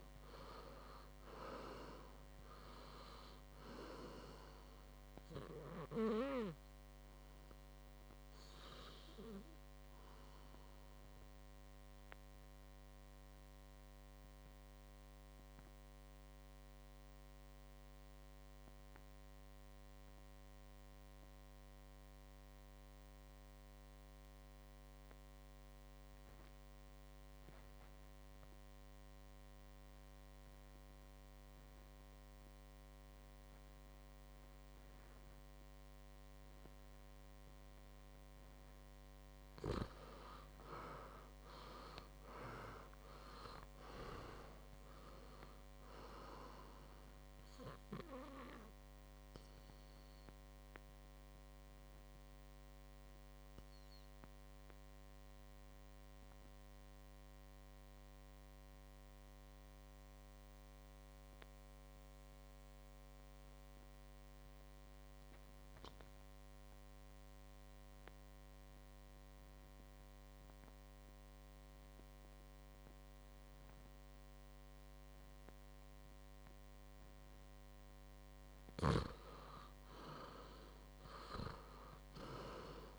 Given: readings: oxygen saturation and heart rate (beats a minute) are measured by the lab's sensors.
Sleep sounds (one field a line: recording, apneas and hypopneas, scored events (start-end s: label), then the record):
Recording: breathing in sleep by a microphone on the trachea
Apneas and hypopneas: 2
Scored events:
0.00-1.00 s: arousal
0.00-17.00 s: oxygen desaturation (device-marked, oxygen 90% lowest, heart rate 54 extreme)
12.00-37.50 s: obstructive apnea (oxygen 98% before, 89% lowest, heart rate 62 before, 54 extreme, up 10 after)
36.00-62.00 s: oxygen desaturation (device-marked, oxygen 99% before, 90% lowest, heart rate 57 before, 54 extreme)
40.50-45.00 s: arousal
51.00-77.00 s: obstructive apnea (oxygen 99% before, 89% lowest, heart rate 62 before, 53 extreme, up 6 after)
75.00-82.99 s: oxygen desaturation (device-marked, oxygen 99% before, 89% lowest, heart rate 58 before, 53 extreme)
80.00-82.99 s: arousal
From the record:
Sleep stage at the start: N2 (light sleep)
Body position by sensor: on the back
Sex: male